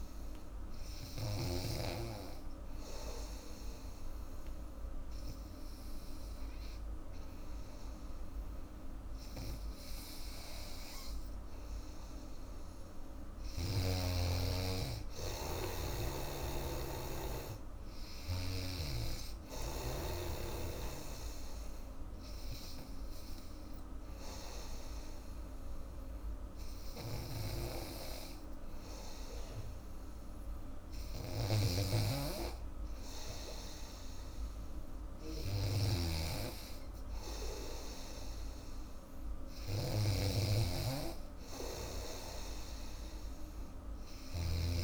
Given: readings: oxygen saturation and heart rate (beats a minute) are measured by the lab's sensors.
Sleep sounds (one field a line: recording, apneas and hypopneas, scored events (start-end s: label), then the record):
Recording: breathing in sleep by a room microphone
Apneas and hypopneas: 1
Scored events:
0.00-1.50 s: snoring (device-marked)
1.50-12.50 s: obstructive apnea (oxygen 96% before, 93% lowest, heart rate 87 before, 81 extreme, up 0 after)
14.00-17.00 s: arousal
16.50-28.50 s: oxygen desaturation (device-marked, oxygen 97% before, 93% lowest, heart rate 86 before, 81 extreme)
26.50-44.84 s: snoring (device-marked)
From the record:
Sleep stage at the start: N2 (light sleep)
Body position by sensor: on the back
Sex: female